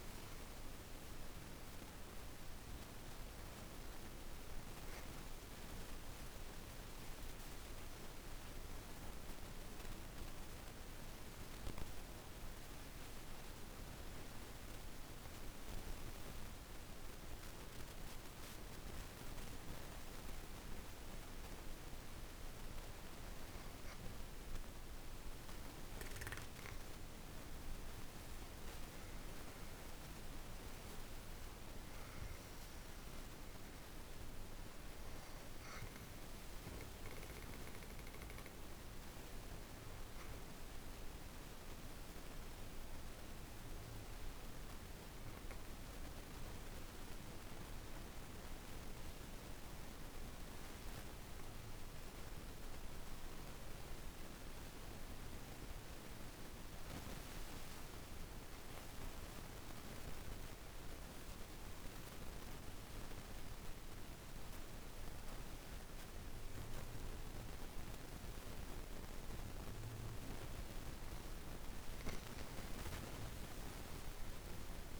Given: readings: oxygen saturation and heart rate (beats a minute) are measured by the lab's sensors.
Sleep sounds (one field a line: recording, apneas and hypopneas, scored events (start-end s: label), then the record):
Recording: breathing in sleep, hard to hear, by a room microphone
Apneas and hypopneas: 2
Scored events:
1.50-23.00 s: obstructive apnea (oxygen 99% before, 89% lowest, heart rate 53 before, 50 extreme, up 5 after)
22.00-50.00 s: oxygen desaturation (device-marked, oxygen 98% before, 89% lowest, heart rate 52 before, 50 extreme)
26.50-32.00 s: arousal
40.50-69.50 s: obstructive apnea (oxygen 98% before, 89% lowest, heart rate 54 before, 50 extreme, up 14 after)
52.00-74.99 s: new sleep stage, N1 (lightest sleep)
65.00-74.99 s: oxygen desaturation (device-marked, oxygen 98% before, 91% lowest, heart rate 52 before, 49 extreme)
71.50-74.99 s: arousal
From the record:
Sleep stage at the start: REM sleep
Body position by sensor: on the back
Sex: female